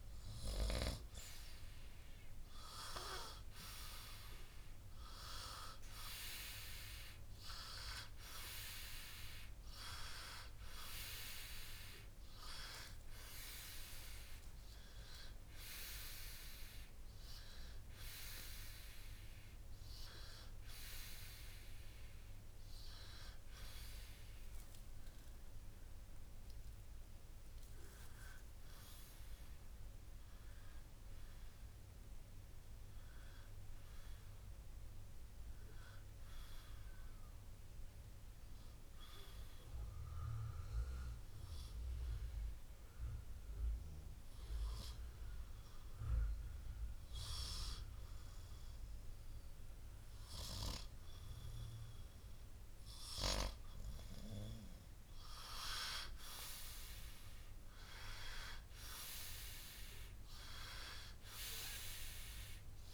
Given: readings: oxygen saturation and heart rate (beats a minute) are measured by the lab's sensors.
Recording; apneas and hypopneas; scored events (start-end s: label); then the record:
breathing in sleep by a room microphone; 1
1.50-5.50 s: arousal
5.50-35.50 s: oxygen desaturation (device-marked, oxygen 96% before, 91% lowest, heart rate 61 before, 57 extreme)
23.00-26.50 s: arousal
29.00-55.00 s: hypopnea (oxygen 96% before, 91% lowest, heart rate 63 before, 59 extreme, up 7 after)
59.00-62.50 s: arousal
61.50-62.94 s: oxygen desaturation (device-marked, oxygen 95% before, 91% lowest, heart rate 61 before, 60 extreme)
From the record:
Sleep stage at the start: N2 (light sleep); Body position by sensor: on the right side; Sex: male